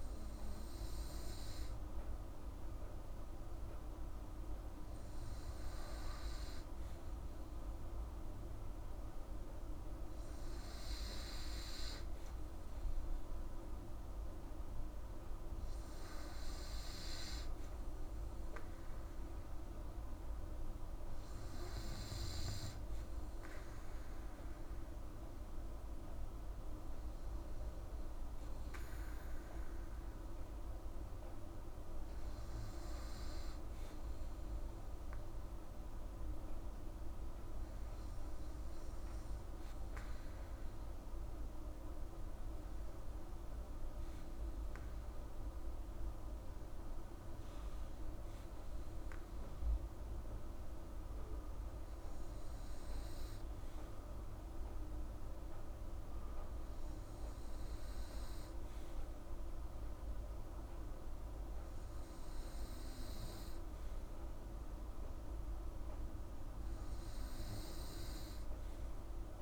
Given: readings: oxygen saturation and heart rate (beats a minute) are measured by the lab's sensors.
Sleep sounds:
breathing in sleep, hard to hear, by a room microphone; none
none scored
From the record:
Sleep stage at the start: N2 (light sleep); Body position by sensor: on the right side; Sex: female

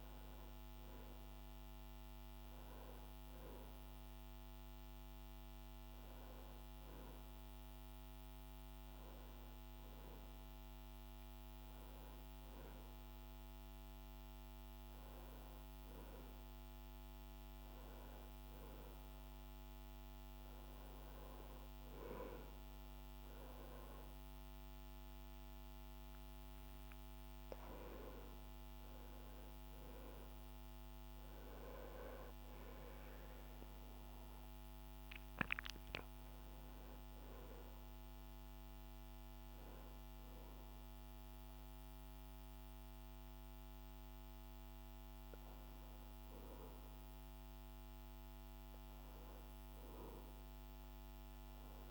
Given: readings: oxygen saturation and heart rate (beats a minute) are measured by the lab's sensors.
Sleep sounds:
a person awake in a sleep study, hard to hear, by a microphone on the trachea; none
31.00-51.91 s: new sleep stage, N1 (lightest sleep)
From the record:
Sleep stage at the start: awake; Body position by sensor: on the back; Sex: male

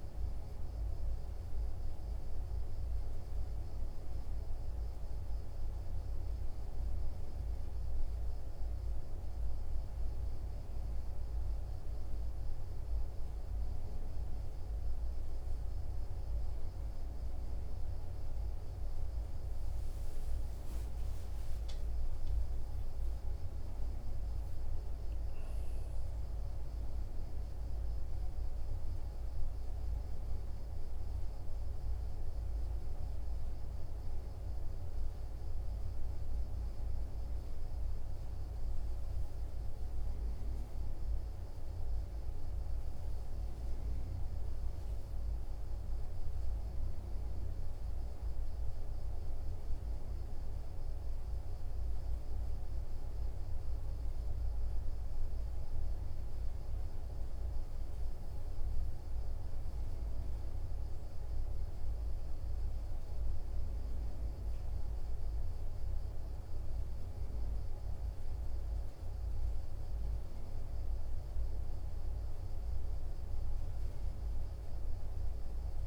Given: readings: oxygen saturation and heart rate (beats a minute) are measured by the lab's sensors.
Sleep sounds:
breathing in sleep, hard to hear, by a room microphone; none
none scored
From the record:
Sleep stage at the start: N1 (lightest sleep); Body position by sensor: on the right side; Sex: male

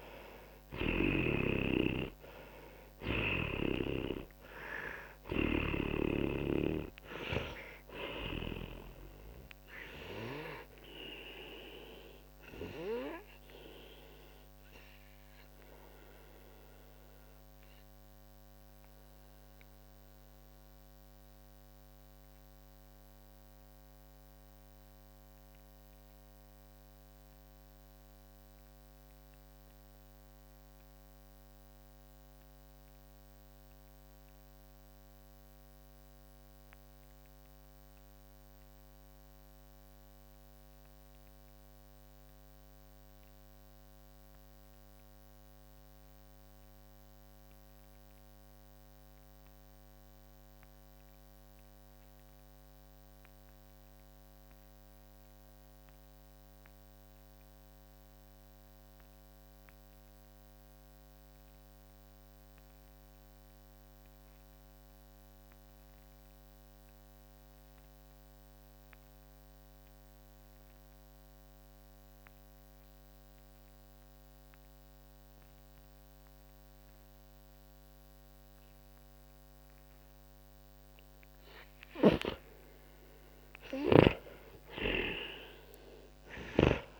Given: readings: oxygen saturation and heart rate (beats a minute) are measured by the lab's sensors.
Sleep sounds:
breathing in sleep by a microphone on the trachea; 1
0.00-39.50 s: oxygen desaturation (device-marked, oxygen 82% lowest, heart rate 43 extreme)
12.00-82.50 s: mixed apnea (oxygen 98% before, 79% lowest, heart rate 67 before, 42 extreme, up 22 after)
61.50-87.00 s: oxygen desaturation (device-marked, oxygen 99% before, 79% lowest, heart rate 47 before, 38 extreme)
83.50-87.00 s: snoring (device-marked)
84.50-87.00 s: arousal
From the record:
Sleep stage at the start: N2 (light sleep); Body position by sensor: on the back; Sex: male

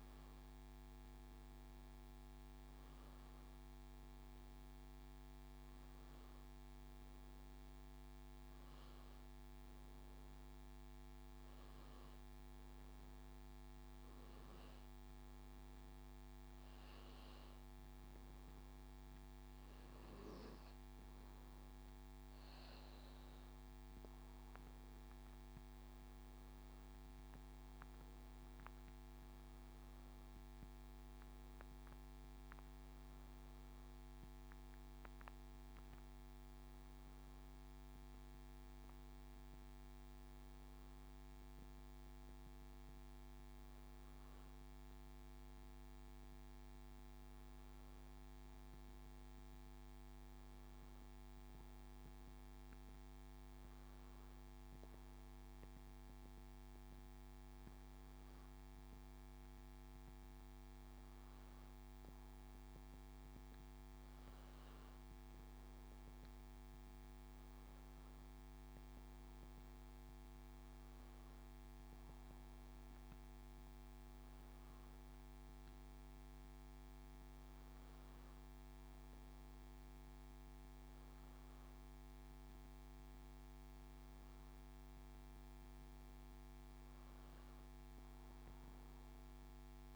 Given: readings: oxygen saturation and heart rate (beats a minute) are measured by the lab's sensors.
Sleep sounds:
breathing in sleep, hard to hear, by a microphone on the trachea; none
21.50-26.00 s: arousal
24.00-38.00 s: oxygen desaturation (device-marked, oxygen 98% before, 94% lowest, heart rate 89 before, 84 extreme)
From the record:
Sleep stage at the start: N2 (light sleep); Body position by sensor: on the back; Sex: male

